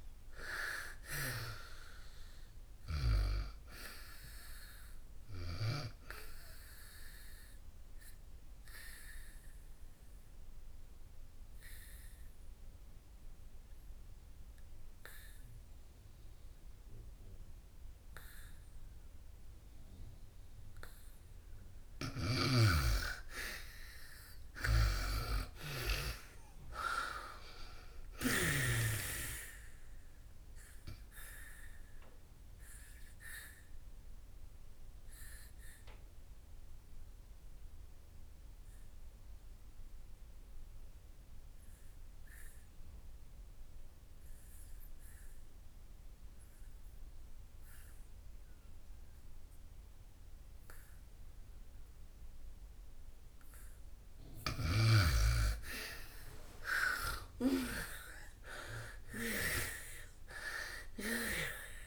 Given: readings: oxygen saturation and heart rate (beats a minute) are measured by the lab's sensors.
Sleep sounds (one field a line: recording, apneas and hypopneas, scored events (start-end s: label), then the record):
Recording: breathing in sleep by a room microphone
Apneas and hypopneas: 2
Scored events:
0.00-17.50 s: oxygen desaturation (device-marked, oxygen 91% lowest, heart rate 62 extreme)
7.50-21.00 s: obstructive apnea (oxygen 99% before, 82% lowest, heart rate 72 before, 57 extreme, up 14 after)
22.00-28.50 s: snoring (device-marked)
23.50-51.50 s: oxygen desaturation (device-marked, oxygen 97% before, 83% lowest, heart rate 70 before, 57 extreme)
24.00-27.50 s: arousal
30.50-53.00 s: obstructive apnea (oxygen 97% before, 78% lowest, heart rate 68 before, 57 extreme, up 33 after)
53.50-61.87 s: oxygen desaturation (device-marked, oxygen 98% before, 82% lowest, heart rate 63 before, 58 extreme)
56.00-59.50 s: arousal
From the record:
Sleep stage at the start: N2 (light sleep)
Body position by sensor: on the back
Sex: female